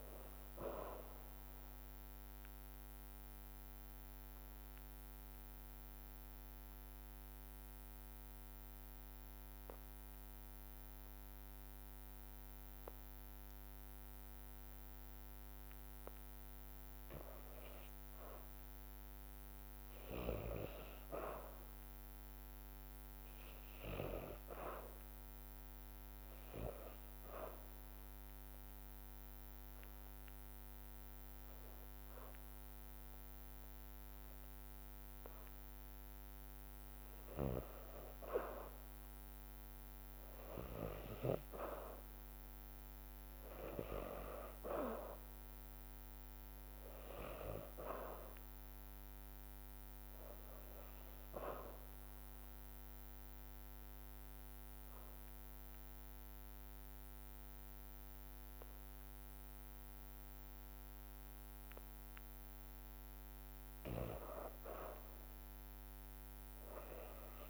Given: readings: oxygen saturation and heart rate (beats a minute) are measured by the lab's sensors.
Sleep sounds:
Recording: breathing in sleep by a microphone on the trachea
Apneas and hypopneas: 3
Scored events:
1.00-15.50 s: obstructive apnea (oxygen 98% before, 81% lowest, heart rate 53 before, 53 extreme, up 2 after)
6.00-17.00 s: drop in pulse transit time (device-marked, heart rate 53 before, 53 extreme)
6.00-67.50 s: new sleep stage, REM sleep
19.00-22.00 s: arousal
27.00-38.00 s: obstructive apnea (oxygen 96% before, 81% lowest, heart rate 54 before, 56 extreme, up 0 after)
28.00-56.00 s: oxygen desaturation (device-marked, oxygen 95% before, 81% lowest, heart rate 55 before, 56 extreme)
31.00-42.00 s: drop in pulse transit time (device-marked, heart rate 55 before, 56 extreme)
41.50-46.00 s: arousal
52.50-63.00 s: obstructive apnea (oxygen 95% before, 83% lowest, heart rate 56 before, 56 extreme, up 1 after)
66.50-67.50 s: arousal
From the record:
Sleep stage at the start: N2 (light sleep)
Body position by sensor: on the back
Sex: female

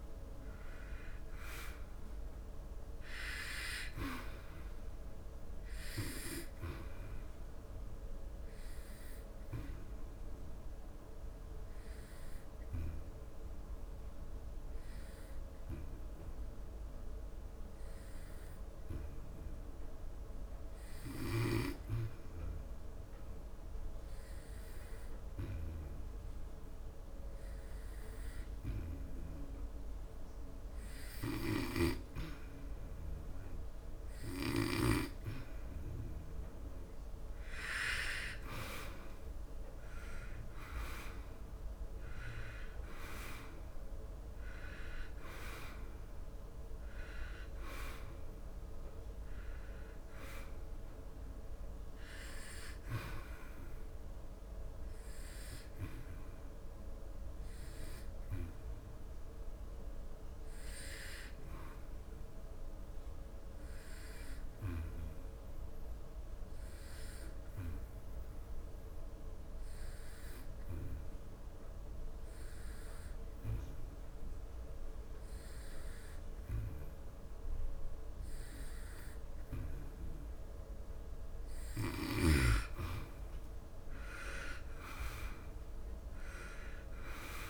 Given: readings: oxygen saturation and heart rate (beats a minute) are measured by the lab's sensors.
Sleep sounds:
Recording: breathing in sleep by a room microphone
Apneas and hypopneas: 2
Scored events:
0.00-19.50 s: oxygen desaturation (device-marked, oxygen 91% lowest, heart rate 70 extreme)
8.00-32.50 s: obstructive apnea (oxygen 99% before, 88% lowest, heart rate 75 before, 70 extreme, up 6 after)
29.50-65.50 s: oxygen desaturation (device-marked, oxygen 97% before, 88% lowest, heart rate 74 before, 71 extreme)
35.50-39.50 s: arousal
64.00-81.00 s: obstructive apnea (oxygen 96% before, 88% lowest, heart rate 81 before, 71 extreme, up 8 after)
82.50-86.50 s: arousal
84.50-87.50 s: oxygen desaturation (device-marked, oxygen 96% before, 88% lowest, heart rate 74 before, 68 extreme)
From the record:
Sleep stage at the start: N2 (light sleep)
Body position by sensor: on the back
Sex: male

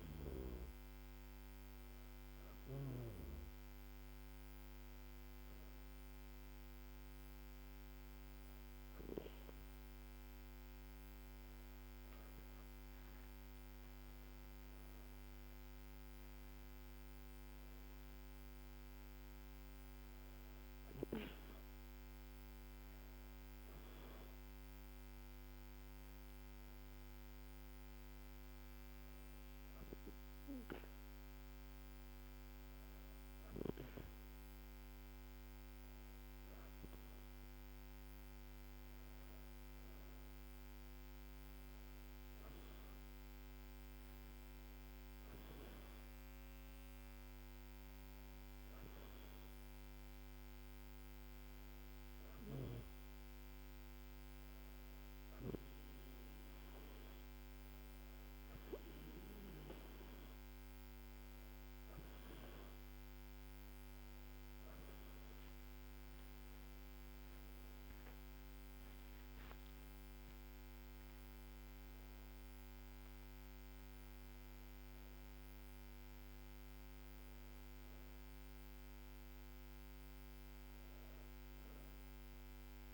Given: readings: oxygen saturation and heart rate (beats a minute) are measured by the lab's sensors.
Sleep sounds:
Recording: breathing in sleep, hard to hear, by a microphone on the trachea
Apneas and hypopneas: none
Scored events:
65.00-70.00 s: arousal
From the record:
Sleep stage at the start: N2 (light sleep)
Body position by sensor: on the back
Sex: female

